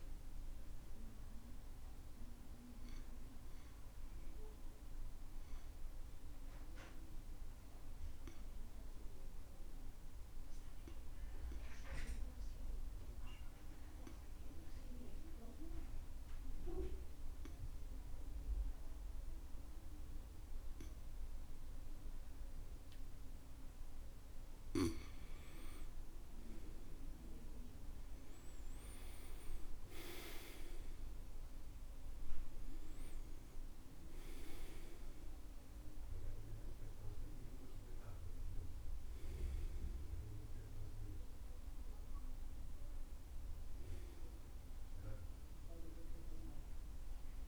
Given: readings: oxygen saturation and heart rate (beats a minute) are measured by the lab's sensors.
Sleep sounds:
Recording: breathing in sleep by a room microphone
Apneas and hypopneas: 1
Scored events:
0.00-15.00 s: oxygen desaturation (device-marked, oxygen 91% lowest, heart rate 64 extreme)
1.00-24.00 s: obstructive apnea (oxygen 97% before, 86% lowest, heart rate 67 before, 64 extreme, up 8 after)
26.50-31.50 s: arousal
29.00-47.47 s: oxygen desaturation (device-marked, oxygen 96% before, 86% lowest, heart rate 67 before, 63 extreme)
From the record:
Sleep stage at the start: N2 (light sleep)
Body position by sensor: on the back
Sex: male

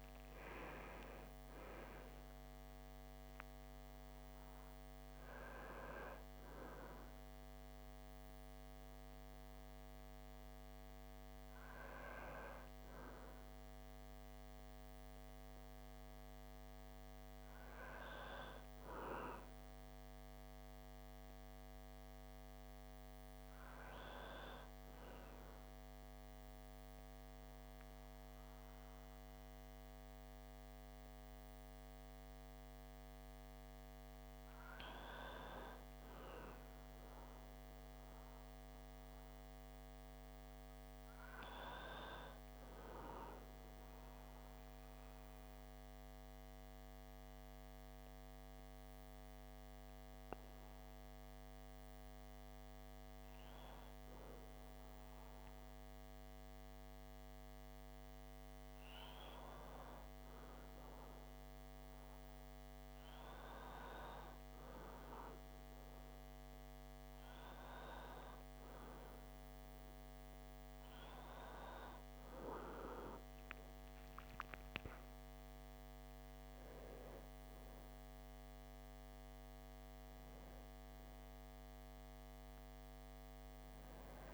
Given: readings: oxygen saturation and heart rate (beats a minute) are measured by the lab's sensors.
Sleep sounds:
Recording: breathing in sleep by a microphone on the trachea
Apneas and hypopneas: 1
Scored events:
44.00-59.00 s: hypopnea (oxygen 98% before, 95% lowest)
61.00-67.00 s: arousal
From the record:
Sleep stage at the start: REM sleep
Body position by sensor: on the back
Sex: male

